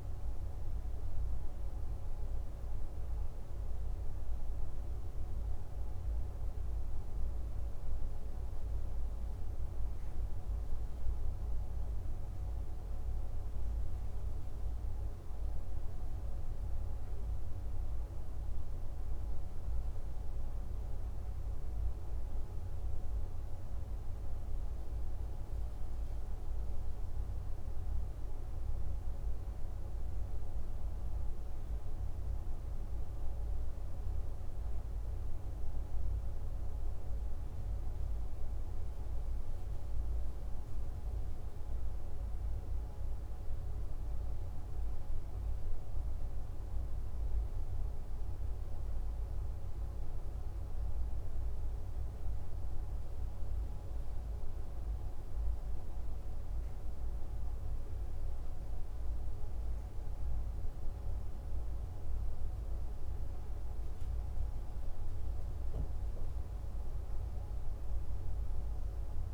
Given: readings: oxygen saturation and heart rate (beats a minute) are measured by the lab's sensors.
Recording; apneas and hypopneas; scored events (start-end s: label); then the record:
breathing in sleep, hard to hear, by a room microphone; none
none scored
From the record:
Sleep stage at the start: N2 (light sleep); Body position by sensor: on the back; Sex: male